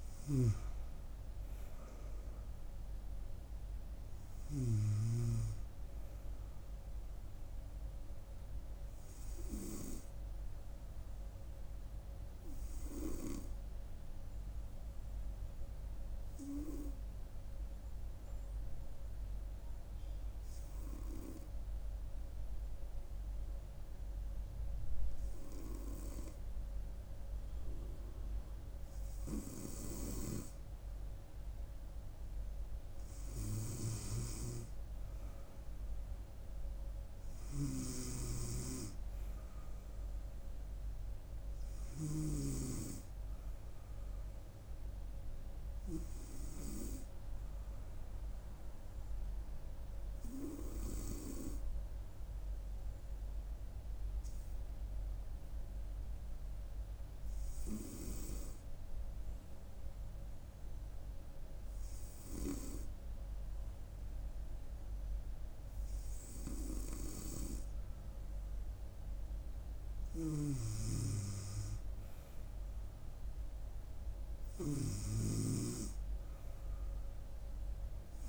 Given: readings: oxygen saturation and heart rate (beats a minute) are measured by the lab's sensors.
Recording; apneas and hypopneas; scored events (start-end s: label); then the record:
breathing in sleep by a room microphone; 2
0.00-5.50 s: snoring (device-marked)
14.50-29.00 s: hypopnea (oxygen 98% before, 95% lowest, heart rate 70 before, 66 extreme, up 3 after)
30.50-34.00 s: arousal
37.50-42.50 s: snoring (device-marked)
49.00-66.00 s: hypopnea (oxygen 98% before, 95% lowest, heart rate 68 before, 65 extreme, up 5 after)
68.50-71.50 s: arousal
From the record:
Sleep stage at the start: N2 (light sleep); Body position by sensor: on the right side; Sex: female